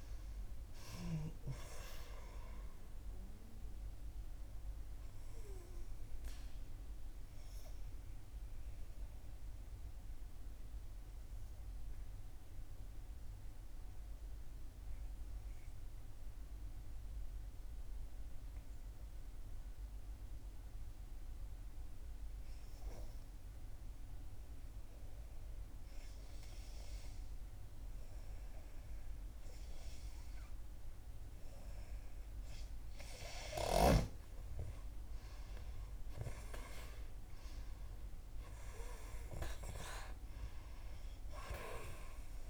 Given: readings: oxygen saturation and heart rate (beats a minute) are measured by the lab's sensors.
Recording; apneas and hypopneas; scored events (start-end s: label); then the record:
breathing in sleep by a room microphone; 1
9.50-27.00 s: obstructive apnea (oxygen 92% before, 89% lowest, heart rate 67 before, 57 extreme, up 8 after)
29.00-32.50 s: arousal
38.00-42.50 s: oxygen desaturation (device-marked, oxygen 96% before, 90% lowest, heart rate 63 before, 58 extreme)
From the record:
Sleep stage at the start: N2 (light sleep); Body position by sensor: on the back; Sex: female